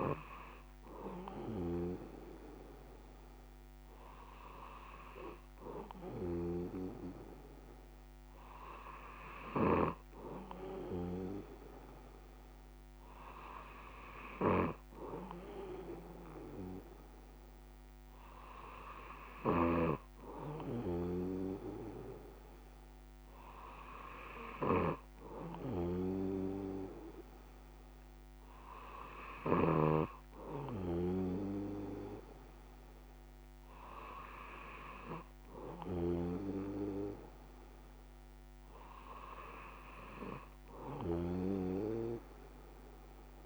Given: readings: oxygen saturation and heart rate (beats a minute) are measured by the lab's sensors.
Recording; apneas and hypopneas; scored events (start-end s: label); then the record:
breathing in sleep by a microphone on the trachea; none
none scored
From the record:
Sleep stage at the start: N3 (deep sleep); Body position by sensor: on the back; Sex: male